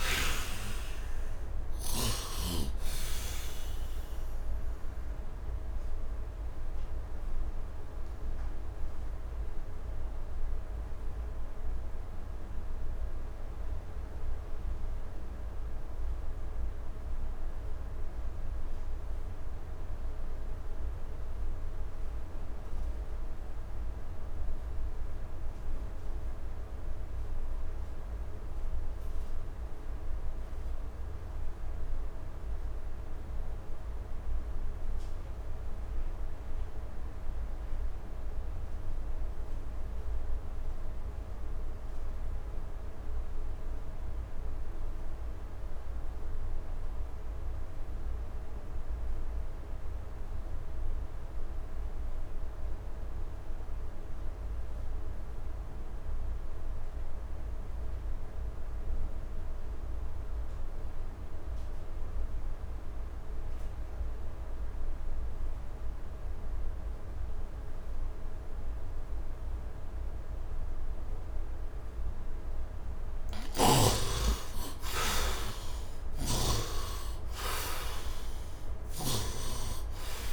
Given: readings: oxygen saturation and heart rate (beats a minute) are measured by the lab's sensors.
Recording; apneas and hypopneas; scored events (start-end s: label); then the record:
breathing in sleep by a room microphone; 1
0.00-2.00 s: snoring (device-marked)
0.00-18.00 s: oxygen desaturation (device-marked, oxygen 51% lowest, heart rate 73 extreme)
5.00-72.00 s: obstructive apnea (heart rate 86 before, 66 extreme, up 22 after)
22.00-80.32 s: oxygen desaturation (device-marked, heart rate 81 before, 66 extreme)
73.50-78.00 s: arousal
75.50-79.00 s: snoring (device-marked)
From the record:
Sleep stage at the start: REM sleep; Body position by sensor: on the right side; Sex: male